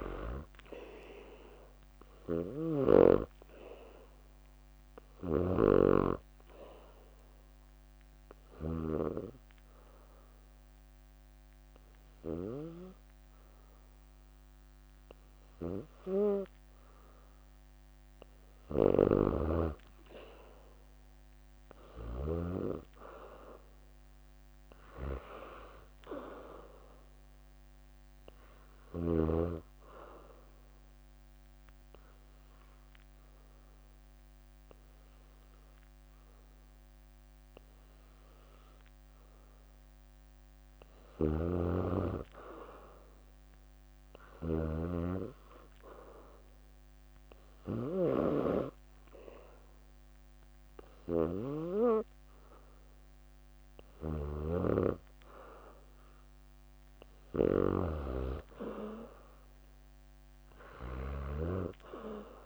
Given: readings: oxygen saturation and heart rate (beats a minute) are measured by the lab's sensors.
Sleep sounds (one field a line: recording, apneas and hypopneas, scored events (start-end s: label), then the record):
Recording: breathing in sleep by a microphone on the trachea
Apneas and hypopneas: 2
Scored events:
3.00-8.00 s: leg movement (device-marked)
3.50-19.50 s: oxygen desaturation (device-marked, oxygen 97% before, 90% lowest, heart rate 65 before, 61 extreme)
5.50-17.00 s: obstructive apnea (oxygen 97% before, 90% lowest, heart rate 65 before, 61 extreme, up 5 after)
11.50-12.50 s: leg movement (device-marked)
16.00-23.00 s: leg movement (device-marked)
21.00-24.00 s: arousal
24.50-42.50 s: oxygen desaturation (device-marked, oxygen 96% before, 92% lowest, heart rate 65 before, 64 extreme)
29.50-34.00 s: leg movement (device-marked)
30.50-41.50 s: obstructive apnea (oxygen 96% before, 91% lowest, heart rate 64 before, 64 extreme, up 4 after)
41.00-44.50 s: snoring (device-marked)
42.50-45.00 s: arousal
47.50-61.50 s: oxygen desaturation (device-marked, oxygen 96% before, 91% lowest, heart rate 65 before, 62 extreme)
55.00-60.50 s: leg movement (device-marked)
From the record:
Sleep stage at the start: N2 (light sleep)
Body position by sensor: on the back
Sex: female